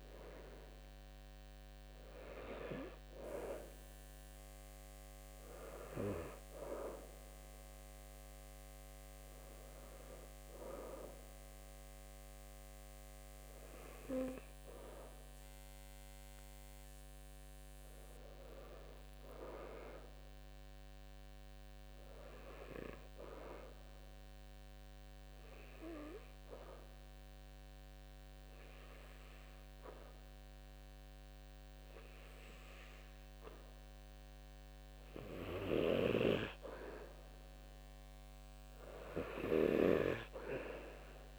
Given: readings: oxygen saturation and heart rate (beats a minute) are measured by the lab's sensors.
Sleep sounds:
breathing in sleep by a microphone on the trachea; 1
25.00-35.00 s: obstructive apnea (oxygen 93% before, 90% lowest, heart rate 74 before, 69 extreme, up 1 after)
39.00-41.39 s: arousal
From the record:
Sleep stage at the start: N2 (light sleep); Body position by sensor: on the back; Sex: male

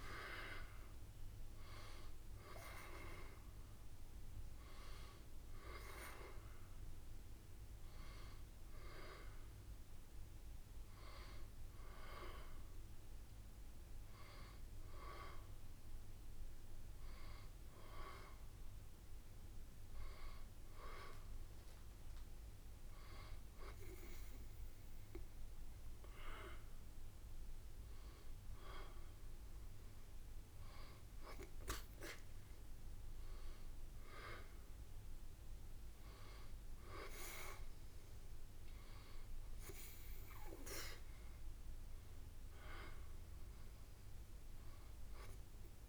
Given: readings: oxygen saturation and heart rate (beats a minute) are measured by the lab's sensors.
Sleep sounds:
breathing in sleep by a room microphone; none
0.00-1.00 s: leg movement (device-marked)
27.50-45.89 s: new sleep stage, N2 (light sleep)
From the record:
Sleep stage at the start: N1 (lightest sleep); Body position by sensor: on the back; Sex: female

